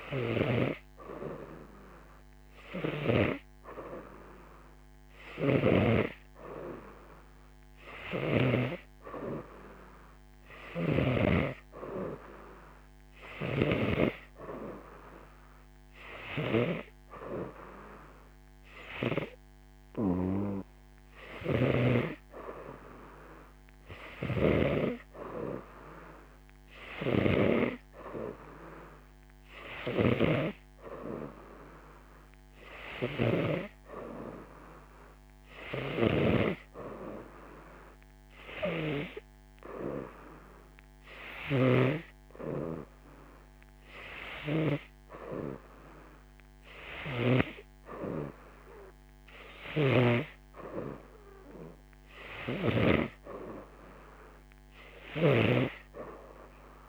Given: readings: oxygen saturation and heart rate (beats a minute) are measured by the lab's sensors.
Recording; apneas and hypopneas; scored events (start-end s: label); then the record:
breathing in sleep by a microphone on the trachea; none
0.00-6.00 s: snoring (device-marked)
10.50-14.00 s: snoring (device-marked)
24.00-45.00 s: snoring (device-marked)
49.50-53.00 s: snoring (device-marked)
55.00-56.89 s: snoring (device-marked)
56.50-56.89 s: new sleep stage, N2 (light sleep)
From the record:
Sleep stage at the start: N3 (deep sleep); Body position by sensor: on the right side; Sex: female